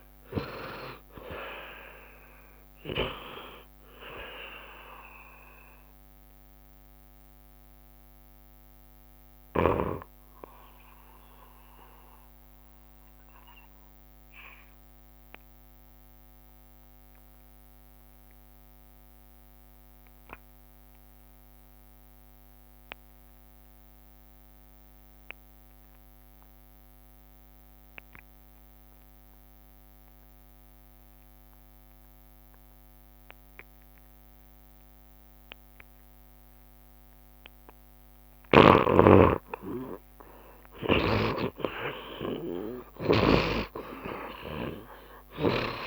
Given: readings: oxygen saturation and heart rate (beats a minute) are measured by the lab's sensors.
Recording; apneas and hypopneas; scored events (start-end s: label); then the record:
breathing in sleep by a microphone on the trachea; 1
0.00-2.00 s: oxygen desaturation (device-marked, oxygen 68% lowest, heart rate 70 extreme)
1.50-3.50 s: long interval between heartbeats (device-marked, heart rate 86 before, 84 extreme)
4.00-24.00 s: oxygen desaturation (device-marked, oxygen 69% before, 65% lowest, heart rate 88 before, 70 extreme)
12.50-37.50 s: obstructive apnea (oxygen 71% before, 65% lowest, heart rate 89 before, 69 extreme, up 6 after)
29.00-45.87 s: oxygen desaturation (device-marked, oxygen 91% before, 68% lowest, heart rate 72 before, 65 extreme)
40.00-44.50 s: arousal
From the record:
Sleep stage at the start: N2 (light sleep); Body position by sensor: on the back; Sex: male